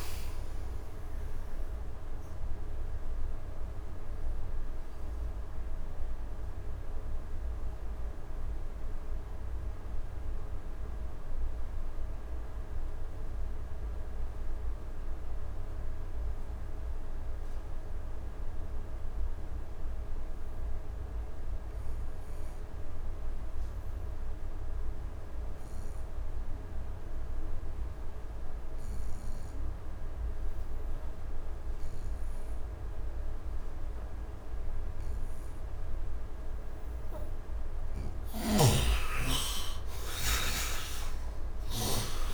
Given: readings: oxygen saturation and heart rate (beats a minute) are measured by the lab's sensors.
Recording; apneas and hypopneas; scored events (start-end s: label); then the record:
breathing in sleep by a room microphone; 1
0.00-21.00 s: oxygen desaturation (device-marked, oxygen 69% lowest, heart rate 71 extreme)
1.50-36.00 s: obstructive apnea (oxygen 100% before, 66% lowest, heart rate 101 before, 75 extreme, up 17 after)
23.00-42.34 s: oxygen desaturation (device-marked, oxygen 99% before, 66% lowest, heart rate 86 before, 71 extreme)
38.50-42.34 s: arousal
From the record:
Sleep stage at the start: N2 (light sleep); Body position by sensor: on the right side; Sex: male